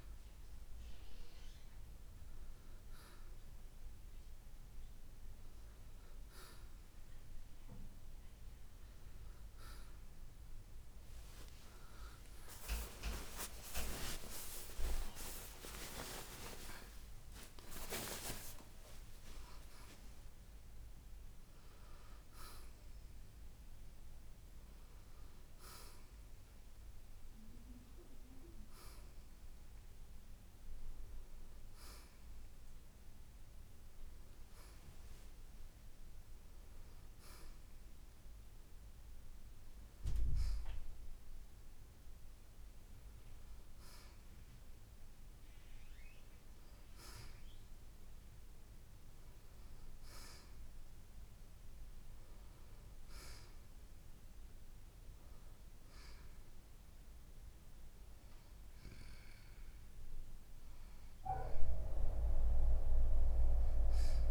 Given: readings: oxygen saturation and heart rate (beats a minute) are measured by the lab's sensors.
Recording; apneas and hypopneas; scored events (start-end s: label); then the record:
breathing in sleep by a room microphone; none
7.00-20.00 s: oxygen desaturation (device-marked, oxygen 90% before, 86% lowest, heart rate 67 before, 26 extreme)
13.50-19.00 s: arousal
30.00-64.31 s: new sleep stage, N2 (light sleep)
From the record:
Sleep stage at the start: N1 (lightest sleep); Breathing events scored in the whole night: 207 in 4.2 hours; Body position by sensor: on the right side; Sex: male